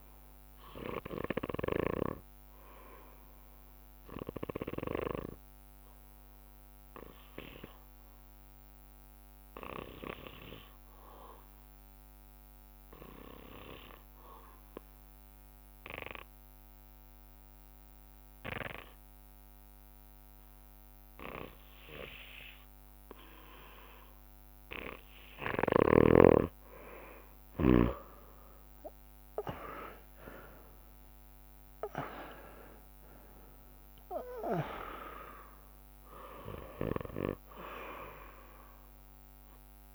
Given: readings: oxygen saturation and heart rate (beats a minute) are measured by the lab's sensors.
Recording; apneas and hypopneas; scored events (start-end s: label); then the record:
breathing in sleep by a microphone on the trachea; 1
0.00-14.00 s: oxygen desaturation (device-marked, oxygen 94% lowest)
5.00-25.50 s: obstructive apnea (oxygen 98% before, 93% lowest)
28.00-32.50 s: arousal
29.00-39.95 s: oxygen desaturation (device-marked, oxygen 98% before, 93% lowest)
30.00-39.95 s: bradycardia (device-marked)
From the record:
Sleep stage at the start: N2 (light sleep); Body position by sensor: on the right side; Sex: male